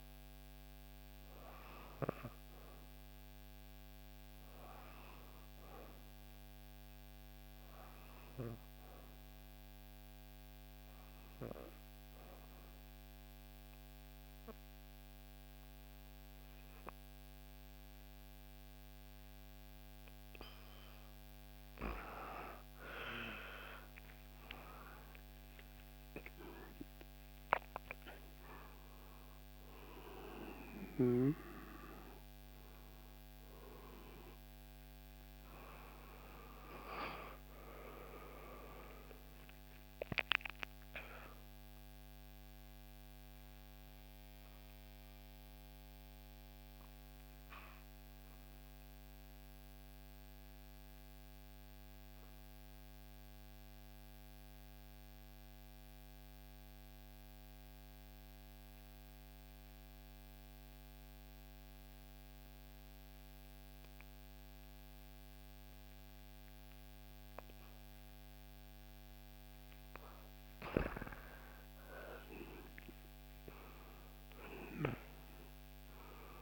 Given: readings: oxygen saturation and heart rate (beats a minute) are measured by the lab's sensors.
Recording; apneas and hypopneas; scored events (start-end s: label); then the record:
breathing in sleep by a microphone on the trachea; 2
0.00-11.50 s: oxygen desaturation (device-marked, oxygen 92% lowest, heart rate 57 extreme)
9.00-21.00 s: obstructive apnea (oxygen 97% before, 91% lowest, heart rate 60 before, 58 extreme, up 8 after)
25.00-29.50 s: arousal
27.50-43.50 s: oxygen desaturation (device-marked, oxygen 96% before, 91% lowest, heart rate 60 before, 58 extreme)
45.00-70.50 s: obstructive apnea (oxygen 96% before, 89% lowest, heart rate 66 before, 58 extreme, up 7 after)
68.50-76.42 s: oxygen desaturation (device-marked, oxygen 99% before, 89% lowest, heart rate 59 before, 58 extreme)
72.00-75.00 s: arousal
From the record:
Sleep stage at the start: N2 (light sleep); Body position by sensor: on the back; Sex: female